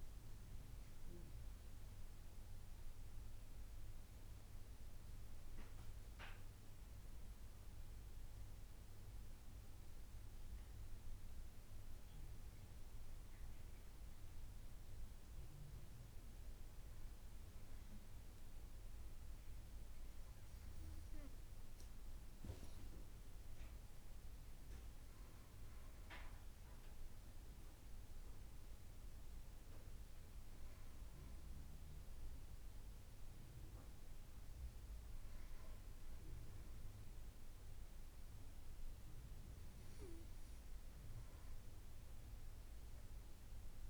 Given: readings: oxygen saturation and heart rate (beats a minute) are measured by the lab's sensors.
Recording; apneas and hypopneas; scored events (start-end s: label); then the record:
breathing in sleep, hard to hear, by a room microphone; none
0.00-9.50 s: oxygen desaturation (device-marked, oxygen 92% lowest)
9.00-13.50 s: arousal
From the record:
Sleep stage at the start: N2 (light sleep); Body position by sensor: on the back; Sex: female